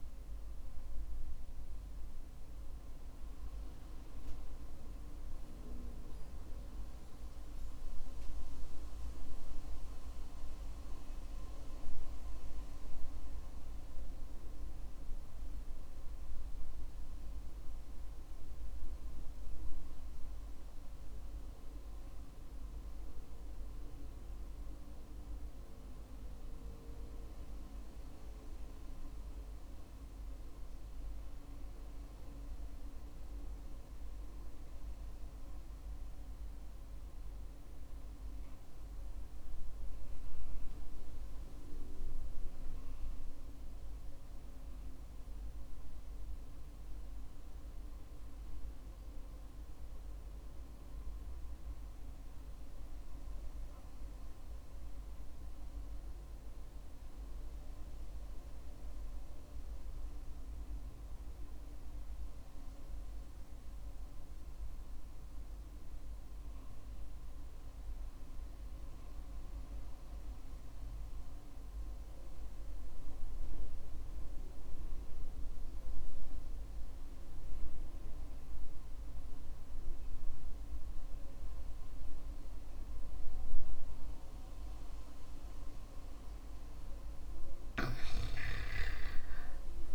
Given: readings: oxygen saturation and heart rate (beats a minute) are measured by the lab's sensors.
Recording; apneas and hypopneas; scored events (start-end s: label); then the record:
breathing in sleep, hard to hear, by a room microphone; 1
0.00-5.50 s: oxygen desaturation (device-marked, oxygen 83% lowest, heart rate 48 extreme)
2.00-85.50 s: obstructive apnea (oxygen 92% before, 71% lowest, heart rate 62 before, 46 extreme, up 17 after)
46.50-89.95 s: oxygen desaturation (device-marked, oxygen 96% before, 71% lowest, heart rate 57 before, 49 extreme)
88.50-89.95 s: arousal
From the record:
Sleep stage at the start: REM sleep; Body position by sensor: on the back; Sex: male